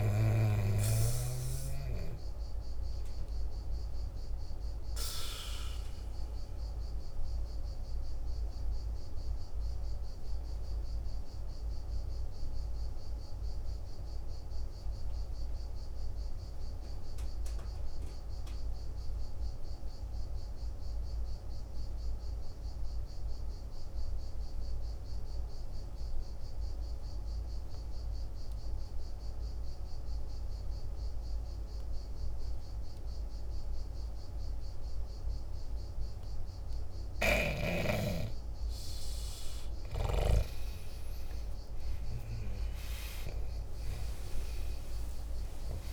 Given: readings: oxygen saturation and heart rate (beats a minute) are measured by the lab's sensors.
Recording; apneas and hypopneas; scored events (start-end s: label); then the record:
breathing in sleep by a room microphone; 1
0.00-18.00 s: oxygen desaturation (device-marked, oxygen 86% lowest, heart rate 48 extreme)
3.00-37.00 s: obstructive apnea (oxygen 99% before, 86% lowest, heart rate 55 before, 48 extreme, up 11 after)
34.00-45.93 s: oxygen desaturation (device-marked, oxygen 99% before, 86% lowest, heart rate 49 before, 48 extreme)
39.00-42.50 s: arousal
From the record:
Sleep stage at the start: N2 (light sleep); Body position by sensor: on the back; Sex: male